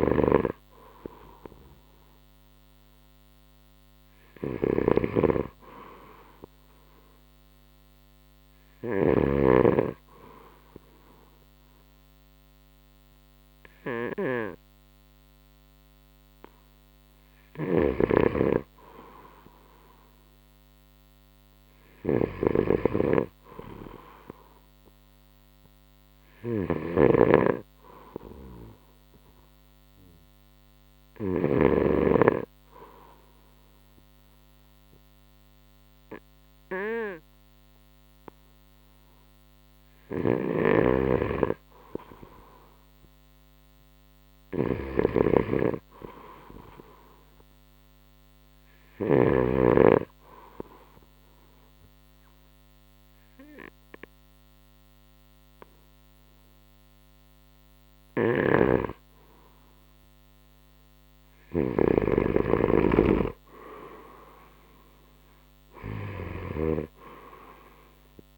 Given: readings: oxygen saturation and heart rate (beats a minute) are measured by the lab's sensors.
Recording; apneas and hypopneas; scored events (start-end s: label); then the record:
breathing in sleep by a microphone on the trachea; none
0.00-9.50 s: snoring (device-marked)
17.50-32.00 s: snoring (device-marked)
30.00-41.00 s: oxygen desaturation (device-marked, oxygen 94% before, 91% lowest, heart rate 69 before, 65 extreme)
40.50-49.50 s: snoring (device-marked)
57.00-64.00 s: oxygen desaturation (device-marked, oxygen 94% before, 90% lowest, heart rate 69 before, 60 extreme)
58.00-62.00 s: snoring (device-marked)
63.00-68.38 s: drop in pulse transit time (device-marked, heart rate 69 before, 67 extreme)
65.50-68.38 s: arousal
From the record:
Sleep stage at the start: N2 (light sleep); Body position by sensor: on the right side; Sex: male